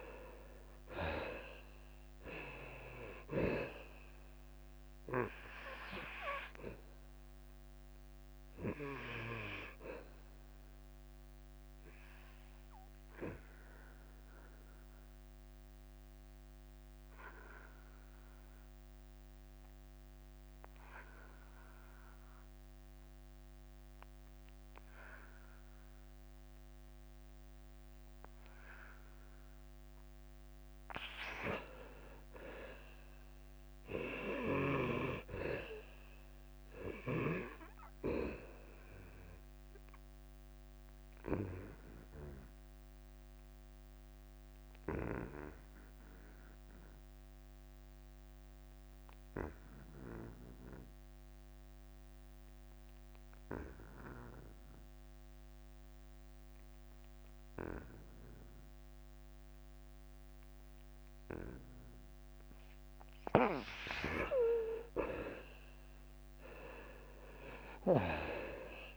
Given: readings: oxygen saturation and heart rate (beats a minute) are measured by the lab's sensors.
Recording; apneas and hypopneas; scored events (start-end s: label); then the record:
breathing in sleep by a microphone on the trachea; 2
0.00-2.00 s: arousal
0.00-18.50 s: drop in pulse transit time (device-marked, heart rate 85 extreme)
12.50-31.00 s: obstructive apnea (oxygen 98% before, 82% lowest, heart rate 90 before, 87 extreme, up 5 after)
20.50-28.50 s: oxygen desaturation (device-marked, oxygen 92% before, 84% lowest, heart rate 94 before, 87 extreme)
30.50-46.50 s: oxygen desaturation (device-marked, oxygen 98% before, 91% lowest, heart rate 92 before, 85 extreme)
33.50-36.50 s: arousal
34.50-46.50 s: drop in pulse transit time (device-marked, heart rate 91 before, 90 extreme)
43.00-63.00 s: obstructive apnea (oxygen 98% before, 82% lowest, heart rate 90 before, 85 extreme, up 7 after)
54.50-58.50 s: oxygen desaturation (device-marked, oxygen 92% before, 86% lowest, heart rate 92 before, 85 extreme)
64.50-68.97 s: drop in pulse transit time (device-marked, heart rate 90 before, 86 extreme)
66.00-68.97 s: arousal
From the record:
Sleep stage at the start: N2 (light sleep); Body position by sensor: on the back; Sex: male